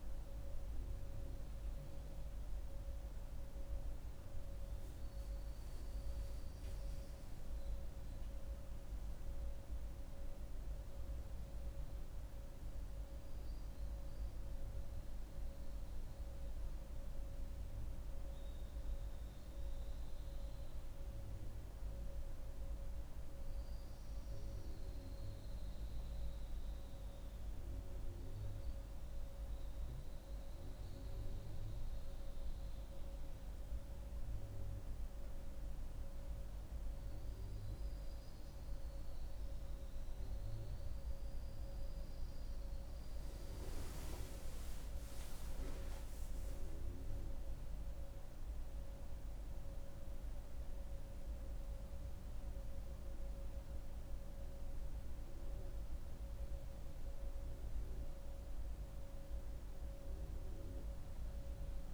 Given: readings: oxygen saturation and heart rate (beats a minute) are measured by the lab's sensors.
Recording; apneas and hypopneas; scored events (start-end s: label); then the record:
breathing in sleep, hard to hear, by a room microphone; none
none scored
From the record:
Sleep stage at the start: N1 (lightest sleep); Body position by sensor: on the back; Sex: female